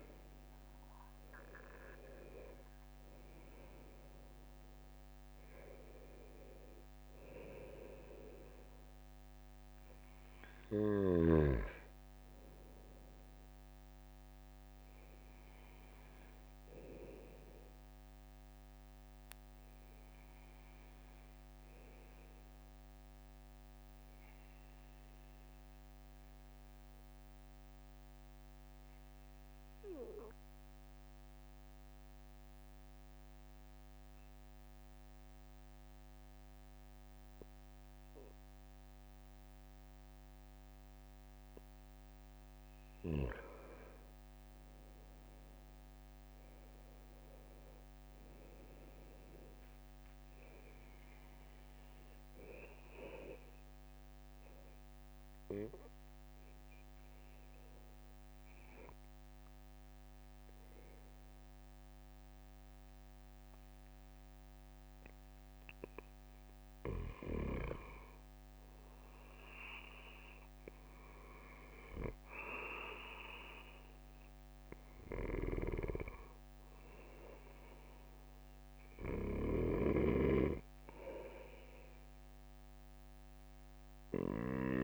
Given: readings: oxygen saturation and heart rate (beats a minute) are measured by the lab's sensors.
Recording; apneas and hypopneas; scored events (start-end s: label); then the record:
breathing in sleep by a microphone on the trachea; 2
0.00-6.00 s: oxygen desaturation (device-marked, oxygen 87% lowest, heart rate 64 extreme)
23.50-40.50 s: obstructive apnea (oxygen 95% before, 94% lowest, heart rate 68 before, 63 extreme, up 4 after)
44.00-48.00 s: arousal
59.50-72.00 s: obstructive apnea (oxygen 98% before, 91% lowest, heart rate 66 before, 66 extreme, up 2 after)
74.50-79.00 s: arousal
79.00-84.50 s: snoring (device-marked)
From the record:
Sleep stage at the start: N2 (light sleep); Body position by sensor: on the right side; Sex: male